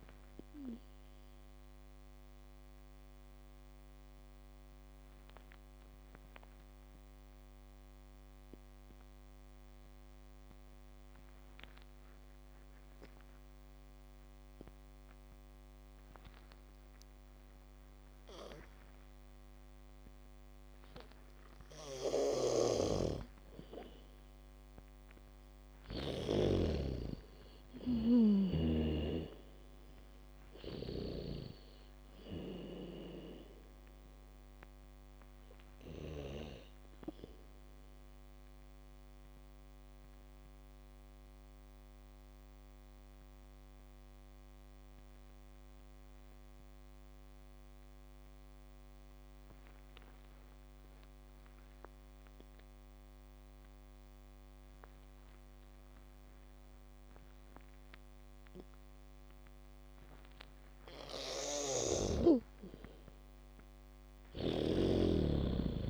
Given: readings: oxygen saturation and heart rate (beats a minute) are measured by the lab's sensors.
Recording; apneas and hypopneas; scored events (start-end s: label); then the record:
breathing in sleep by a microphone on the trachea; 2
0.00-13.00 s: oxygen desaturation (device-marked, oxygen 85% lowest, heart rate 37 extreme)
0.50-21.00 s: mixed apnea (oxygen 97% before, 85% lowest, heart rate 52 before, 37 extreme)
20.00-28.00 s: bradycardia (device-marked, heart rate 64 before, 44 extreme)
22.00-26.50 s: snoring (device-marked)
23.50-28.00 s: arousal
26.00-51.00 s: oxygen desaturation (device-marked, oxygen 98% before, 86% lowest)
36.00-61.00 s: mixed apnea (oxygen 98% before, 84% lowest)
53.00-65.90 s: bradycardia (device-marked)
60.00-65.90 s: oxygen desaturation (device-marked, oxygen 99% before, 84% lowest)
61.50-65.00 s: snoring (device-marked)
62.50-65.90 s: arousal
From the record:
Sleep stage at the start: N2 (light sleep); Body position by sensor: on the back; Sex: female